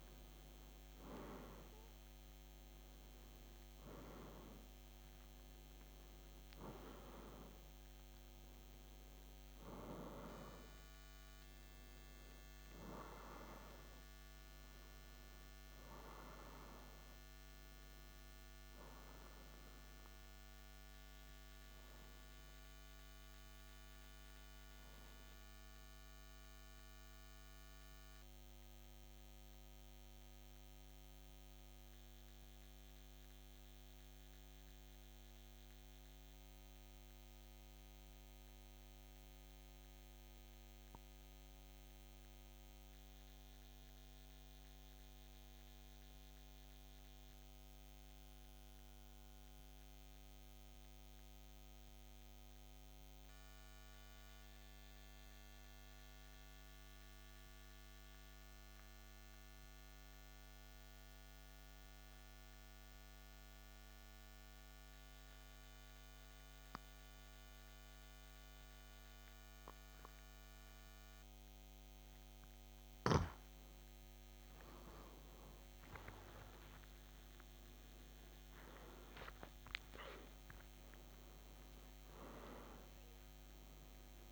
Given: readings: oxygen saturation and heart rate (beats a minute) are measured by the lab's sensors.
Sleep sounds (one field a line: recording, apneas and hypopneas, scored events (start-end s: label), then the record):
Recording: breathing in sleep by a microphone on the trachea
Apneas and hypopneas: 1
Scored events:
0.00-43.50 s: oxygen desaturation (device-marked, oxygen 87% lowest, heart rate 52 extreme)
26.50-71.00 s: mixed apnea (oxygen 95% before, 87% lowest, heart rate 57 before, 52 extreme, up 4 after)
71.50-84.32 s: oxygen desaturation (device-marked, oxygen 97% before, 87% lowest, heart rate 54 before, 51 extreme)
74.00-79.00 s: arousal
From the record:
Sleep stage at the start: N2 (light sleep)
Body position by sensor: on the back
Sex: male